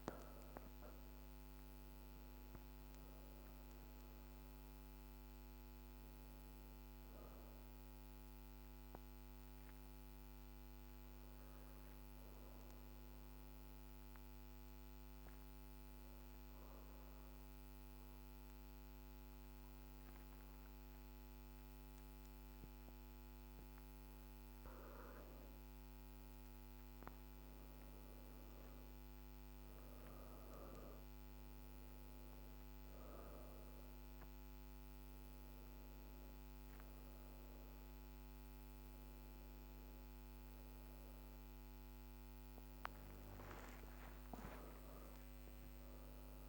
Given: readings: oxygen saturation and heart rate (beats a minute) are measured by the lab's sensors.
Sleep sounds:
breathing in sleep, hard to hear, by a microphone on the trachea; 1
0.00-2.00 s: oxygen desaturation (device-marked, oxygen 90% lowest, heart rate 28 extreme)
1.00-4.50 s: arousal
7.50-23.50 s: obstructive apnea (oxygen 98% before, 89% lowest)
25.50-29.50 s: arousal
26.00-46.49 s: oxygen desaturation (device-marked, oxygen 99% before, 89% lowest)
From the record:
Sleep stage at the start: N2 (light sleep); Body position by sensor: on the back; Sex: female

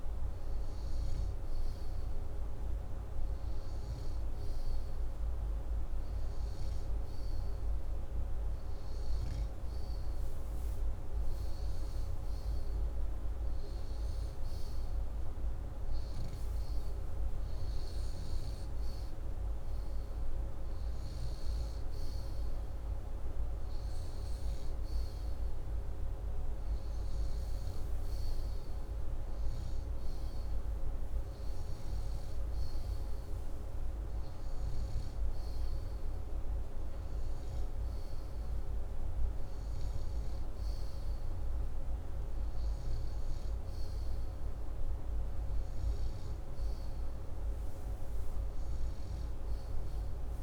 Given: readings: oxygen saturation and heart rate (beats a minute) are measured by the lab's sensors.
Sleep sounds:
breathing in sleep, hard to hear, by a room microphone; none
none scored
From the record:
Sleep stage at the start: N2 (light sleep); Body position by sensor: upright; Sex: male

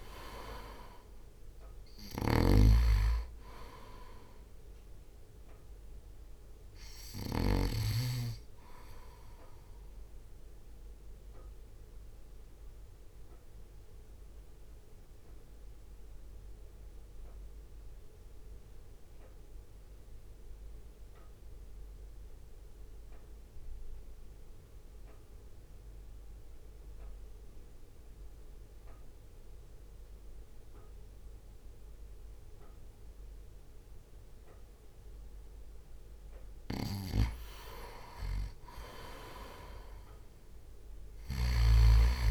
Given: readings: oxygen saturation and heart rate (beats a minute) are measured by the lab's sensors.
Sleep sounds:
breathing in sleep by a room microphone; 1
0.00-8.00 s: snoring (device-marked)
0.00-9.50 s: oxygen desaturation (device-marked, oxygen 90% lowest, heart rate 50 extreme)
0.00-11.50 s: drop in pulse transit time (device-marked, heart rate 49 extreme)
11.00-37.00 s: mixed apnea (oxygen 98% before, 88% lowest, heart rate 56 before, 49 extreme, up 1 after)
18.50-30.50 s: oxygen desaturation (device-marked, oxygen 92% before, 88% lowest, heart rate 55 before, 49 extreme)
39.00-42.31 s: arousal
40.50-42.31 s: drop in pulse transit time (device-marked, heart rate 60 before, 49 extreme)
41.00-42.31 s: snoring (device-marked)
From the record:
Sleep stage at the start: N2 (light sleep); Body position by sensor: on the right side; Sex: male

